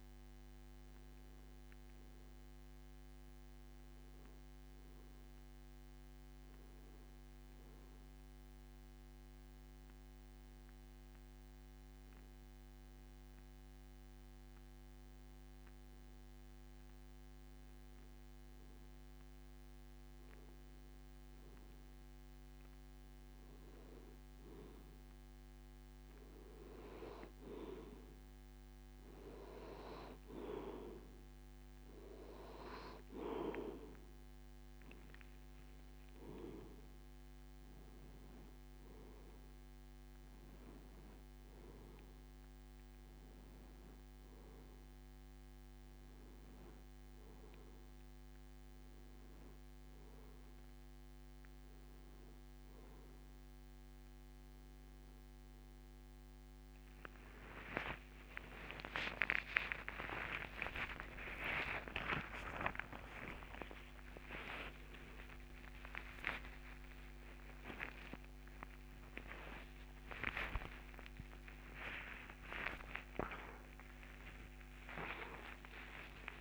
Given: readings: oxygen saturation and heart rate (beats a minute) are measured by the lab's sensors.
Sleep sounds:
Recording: a person partly awake in a sleep study, by a microphone on the trachea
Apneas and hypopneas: none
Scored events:
43.50-76.41 s: new sleep stage, awake
From the record:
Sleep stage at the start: N2 (light sleep)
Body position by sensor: on the back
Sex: male

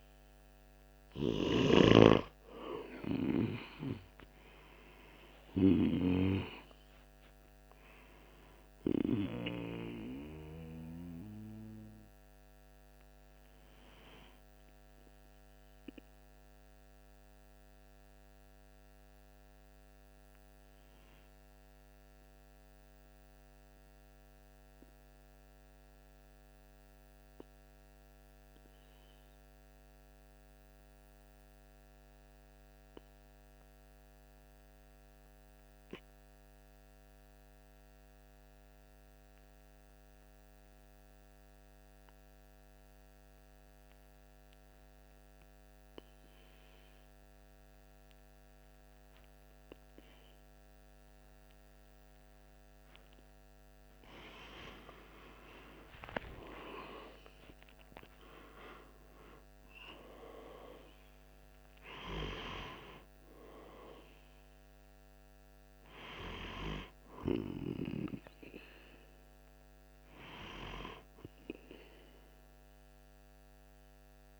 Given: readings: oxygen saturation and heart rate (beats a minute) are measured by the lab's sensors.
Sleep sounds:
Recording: breathing in sleep by a microphone on the trachea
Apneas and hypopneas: 1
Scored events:
0.00-27.50 s: oxygen desaturation (device-marked, oxygen 91% lowest, heart rate 44 extreme)
17.00-52.50 s: obstructive apnea (oxygen 97% before, 90% lowest, heart rate 52 before, 45 extreme, up 4 after)
51.50-74.39 s: oxygen desaturation (device-marked, oxygen 98% before, 90% lowest, heart rate 48 before, 45 extreme)
54.00-58.00 s: arousal
From the record:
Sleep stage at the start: N2 (light sleep)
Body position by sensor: on the right side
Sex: male

